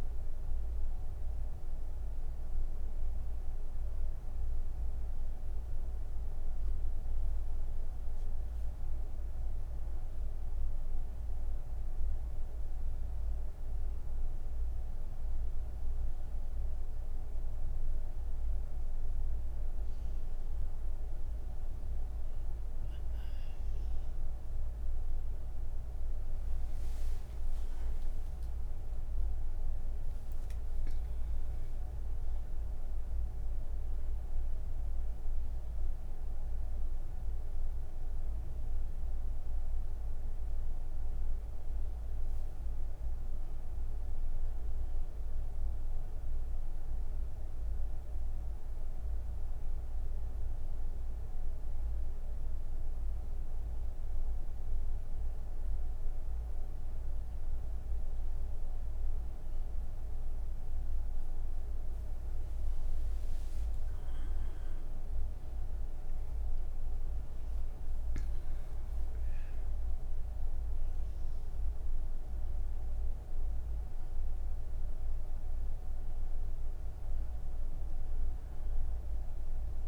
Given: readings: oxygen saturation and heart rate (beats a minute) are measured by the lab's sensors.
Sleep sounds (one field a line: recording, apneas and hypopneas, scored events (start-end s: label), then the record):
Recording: breathing in sleep, hard to hear, by a room microphone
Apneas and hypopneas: none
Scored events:
5.50-9.50 s: oxygen desaturation (device-marked, oxygen 95% before, 92% lowest)
From the record:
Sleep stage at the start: N1 (lightest sleep)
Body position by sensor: on the back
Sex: female